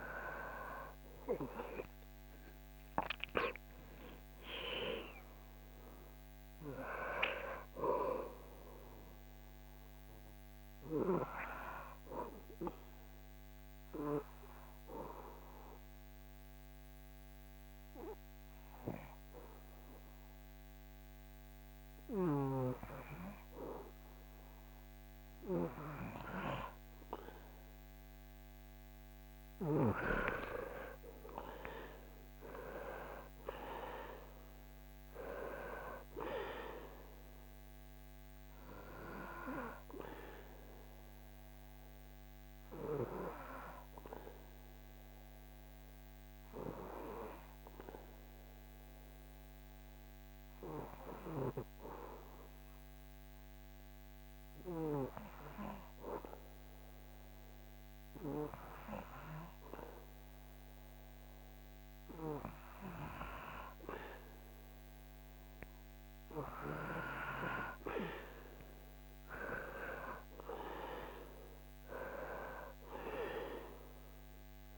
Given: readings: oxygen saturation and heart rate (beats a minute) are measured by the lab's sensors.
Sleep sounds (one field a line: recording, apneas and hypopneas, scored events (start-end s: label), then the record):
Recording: breathing in sleep by a microphone on the trachea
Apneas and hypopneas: 2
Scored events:
0.00-1.50 s: arousal
12.00-25.50 s: obstructive apnea (oxygen 98% before, 95% lowest, heart rate 67 before, 61 extreme, up 10 after)
29.00-33.00 s: arousal
41.50-64.50 s: obstructive apnea (oxygen 98% before, 95% lowest, heart rate 66 before, 57 extreme, up 10 after)
67.50-71.50 s: arousal
From the record:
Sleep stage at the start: N2 (light sleep)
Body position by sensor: on the back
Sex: male